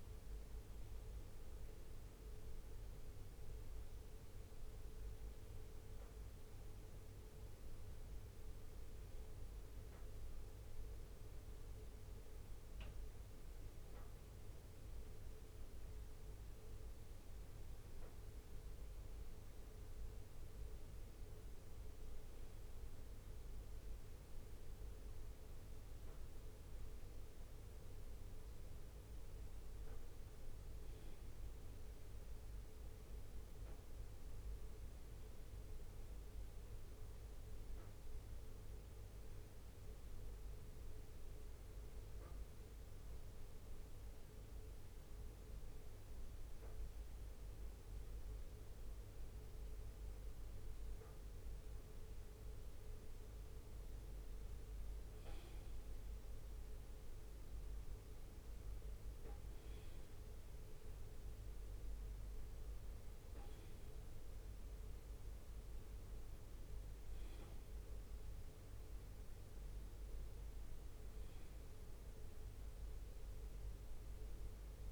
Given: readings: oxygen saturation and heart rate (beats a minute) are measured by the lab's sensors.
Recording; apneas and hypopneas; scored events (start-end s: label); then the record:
breathing in sleep, hard to hear, by a room microphone; 1
1.50-2.50 s: leg movement (device-marked)
15.00-22.50 s: leg movement (device-marked)
24.00-27.50 s: leg movement (device-marked)
40.00-41.50 s: leg movement (device-marked)
40.50-51.50 s: hypopnea (oxygen 98% before, 96% lowest, heart rate 64 before, 62 extreme, up 2 after)
53.00-56.50 s: arousal
From the record:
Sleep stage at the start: N1 (lightest sleep); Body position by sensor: on the left side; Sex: male